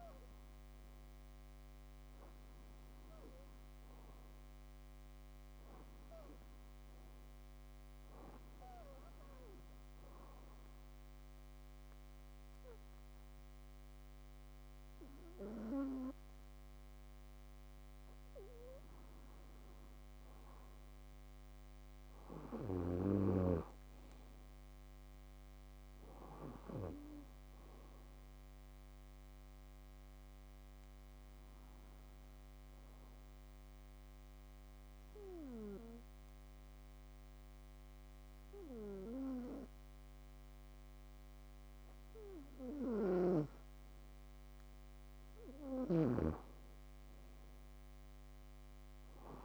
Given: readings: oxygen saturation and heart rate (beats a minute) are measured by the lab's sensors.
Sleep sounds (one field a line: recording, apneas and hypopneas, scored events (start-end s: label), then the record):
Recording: breathing in sleep by a microphone on the trachea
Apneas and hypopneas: 1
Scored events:
12.00-16.00 s: bradycardia (device-marked, heart rate 65 before, 58 extreme)
12.50-17.00 s: arousal
30.00-41.00 s: bradycardia (device-marked, heart rate 65 before, 54 extreme)
31.50-43.50 s: obstructive apnea (oxygen 97% before, 95% lowest, heart rate 62 before, 54 extreme, up 12 after)
42.50-46.00 s: snoring (device-marked)
45.50-49.45 s: arousal
From the record:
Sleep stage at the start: N2 (light sleep)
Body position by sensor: on the back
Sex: female